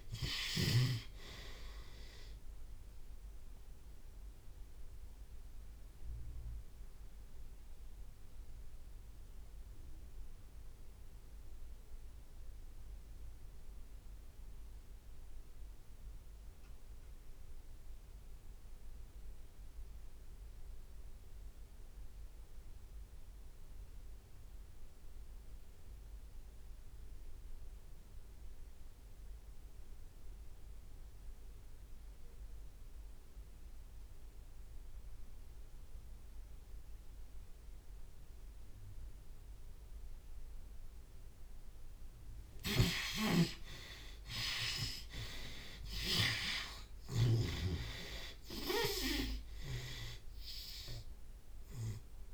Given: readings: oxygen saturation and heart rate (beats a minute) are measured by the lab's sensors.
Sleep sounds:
breathing in sleep by a room microphone; 1
0.00-1.50 s: long interval between heartbeats (device-marked)
5.00-42.00 s: obstructive apnea (oxygen 95% before, 63% lowest)
5.50-7.50 s: long interval between heartbeats (device-marked)
15.50-24.50 s: drop in pulse transit time (device-marked)
16.50-42.50 s: oxygen desaturation (device-marked, oxygen 91% before, 63% lowest)
18.50-20.50 s: long interval between heartbeats (device-marked)
42.50-46.50 s: snoring (device-marked)
42.50-51.50 s: drop in pulse transit time (device-marked)
43.00-48.50 s: arousal
46.50-48.50 s: long interval between heartbeats (device-marked)
50.50-52.34 s: long interval between heartbeats (device-marked)
From the record:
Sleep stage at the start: REM sleep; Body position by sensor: on the left side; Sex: male

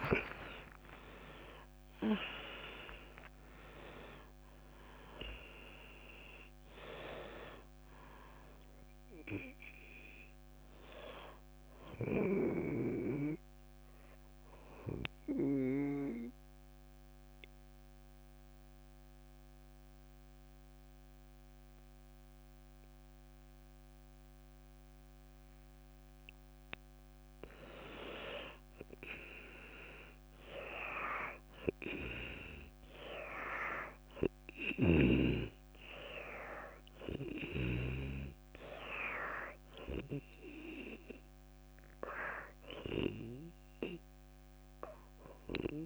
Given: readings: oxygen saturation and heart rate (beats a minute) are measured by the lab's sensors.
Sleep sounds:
breathing in sleep by a microphone on the trachea; 1
0.00-2.00 s: long interval between heartbeats (device-marked)
0.00-3.50 s: arousal
15.00-28.00 s: obstructive apnea (oxygen 99% before, 91% lowest)
23.50-45.86 s: new sleep stage, N2 (light sleep)
30.00-33.50 s: arousal
30.50-45.50 s: oxygen desaturation (device-marked, oxygen 99% before, 91% lowest)
From the record:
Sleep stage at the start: N1 (lightest sleep); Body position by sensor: on the back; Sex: female

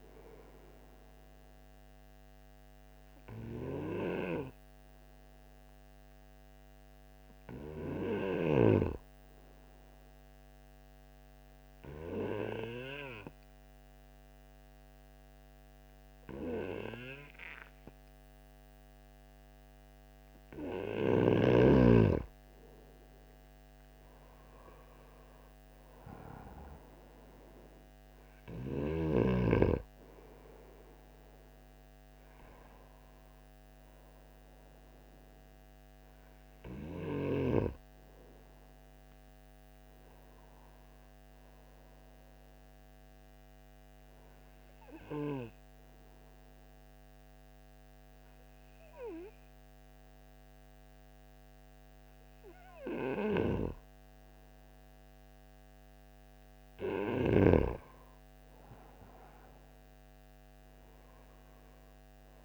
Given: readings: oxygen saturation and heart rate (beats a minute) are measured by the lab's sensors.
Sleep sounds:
breathing in sleep by a microphone on the trachea; 2
2.00-21.00 s: obstructive apnea (oxygen 96% before, 90% lowest, heart rate 58 before, 53 extreme, up 10 after)
24.00-28.50 s: arousal
29.00-52.00 s: oxygen desaturation (device-marked, oxygen 95% before, 90% lowest, heart rate 56 before, 51 extreme)
43.50-56.50 s: obstructive apnea (oxygen 95% before, 90% lowest, heart rate 61 before, 51 extreme, up 10 after)
58.50-62.45 s: arousal
From the record:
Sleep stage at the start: N2 (light sleep); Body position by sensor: on the right side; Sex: male

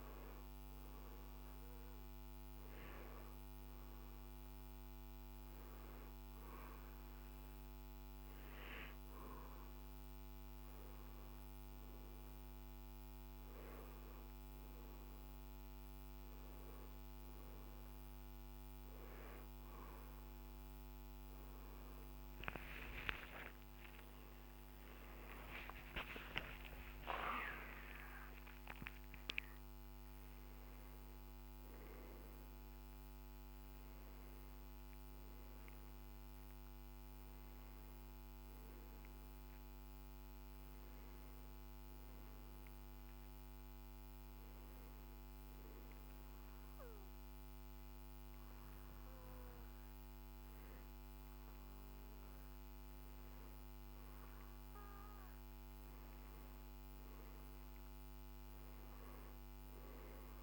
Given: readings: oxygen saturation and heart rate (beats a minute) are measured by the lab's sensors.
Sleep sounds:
breathing in sleep by a microphone on the trachea; 1
0.00-6.00 s: oxygen desaturation (device-marked, oxygen 98% before, 93% lowest, heart rate 61 before, 57 extreme)
23.50-28.50 s: arousal
45.00-55.50 s: hypopnea (oxygen 96% before, 92% lowest, heart rate 80 before, 53 extreme, up 5 after)
57.00-60.43 s: arousal
From the record:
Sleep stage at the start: N2 (light sleep); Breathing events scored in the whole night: 226 in 5.2 hours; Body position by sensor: on the back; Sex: male

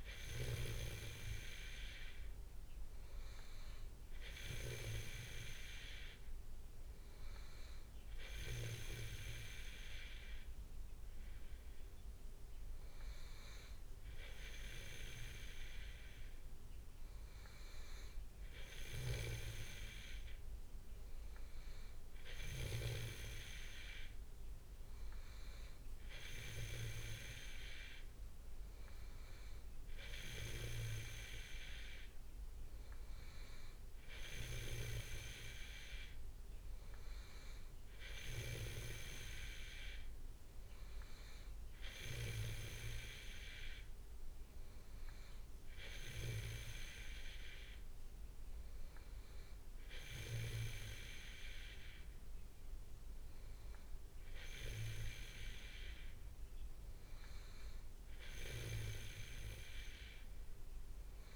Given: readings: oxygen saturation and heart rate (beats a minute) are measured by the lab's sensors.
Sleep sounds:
breathing in sleep by a room microphone; none
none scored
From the record:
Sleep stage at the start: N2 (light sleep); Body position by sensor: on the back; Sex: male

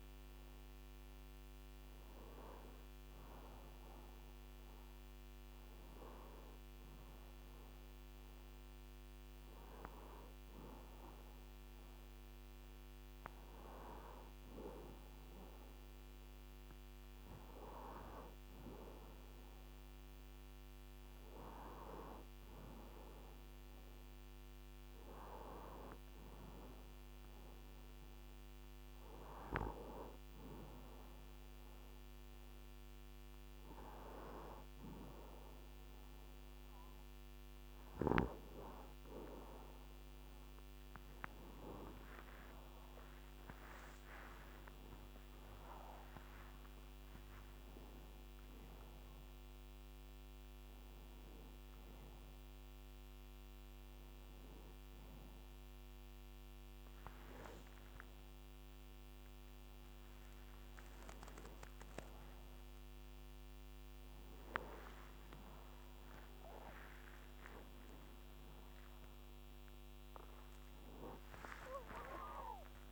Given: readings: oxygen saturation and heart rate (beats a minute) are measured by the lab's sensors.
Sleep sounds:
breathing in sleep by a microphone on the trachea; none
42.50-46.50 s: arousal
65.00-72.92 s: new sleep stage, awake
From the record:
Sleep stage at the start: N2 (light sleep); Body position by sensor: on the back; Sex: male

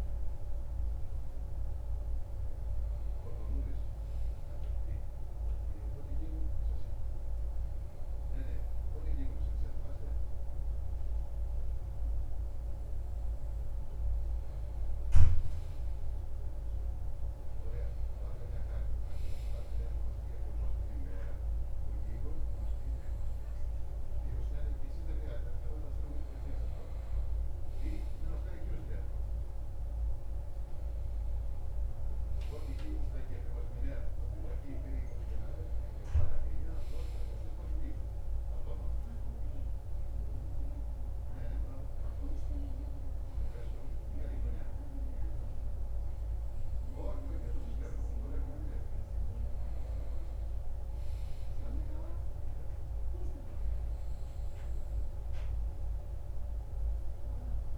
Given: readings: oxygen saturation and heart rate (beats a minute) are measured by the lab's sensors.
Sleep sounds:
breathing in sleep by a room microphone; 1
5.00-15.00 s: hypopnea (oxygen 97% before, 94% lowest)
17.00-21.00 s: arousal
From the record:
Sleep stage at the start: N2 (light sleep); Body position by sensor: on the right side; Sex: male

